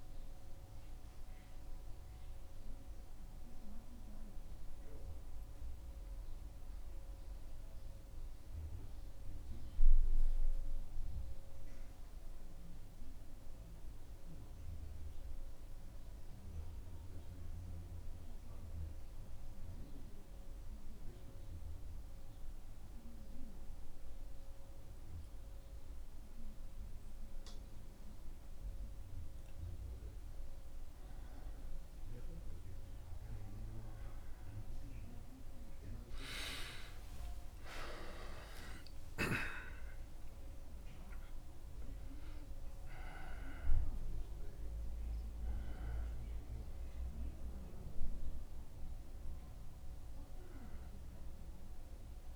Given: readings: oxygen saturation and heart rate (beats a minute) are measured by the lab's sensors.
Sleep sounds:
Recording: breathing in sleep by a room microphone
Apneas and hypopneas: 1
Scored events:
2.50-28.50 s: mixed apnea (oxygen 95% before, 94% lowest, heart rate 78 before, 74 extreme, up 2 after)
30.50-35.00 s: arousal
34.50-52.36 s: new sleep stage, N1 (lightest sleep)
From the record:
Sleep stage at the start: N2 (light sleep)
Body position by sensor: on the back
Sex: male

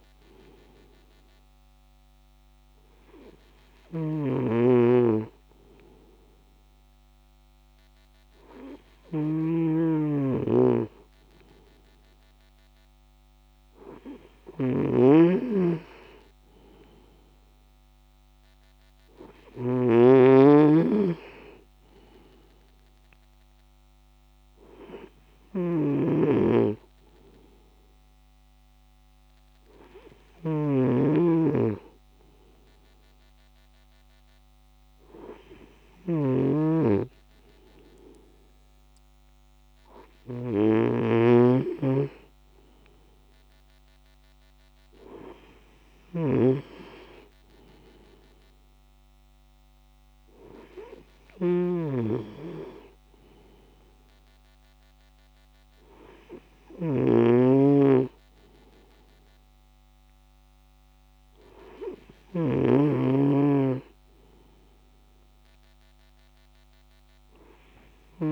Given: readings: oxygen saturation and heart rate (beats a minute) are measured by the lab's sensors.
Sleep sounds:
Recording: breathing in sleep by a microphone on the trachea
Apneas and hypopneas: none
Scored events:
20.00-46.50 s: snoring (device-marked)
57.00-63.00 s: snoring (device-marked)
From the record:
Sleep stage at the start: N2 (light sleep)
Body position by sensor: on the right side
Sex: male

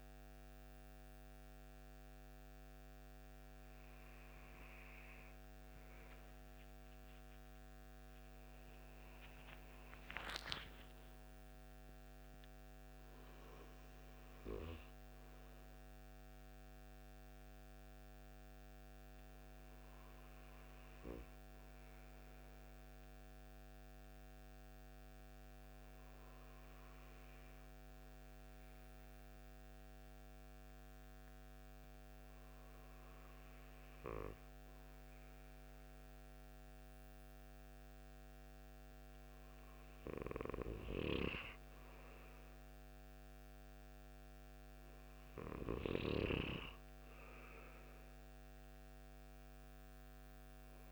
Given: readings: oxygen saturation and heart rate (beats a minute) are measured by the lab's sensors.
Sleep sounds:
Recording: breathing in sleep by a microphone on the trachea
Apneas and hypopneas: none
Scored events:
6.50-11.00 s: arousal
From the record:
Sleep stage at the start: N2 (light sleep)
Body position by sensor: on the right side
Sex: male

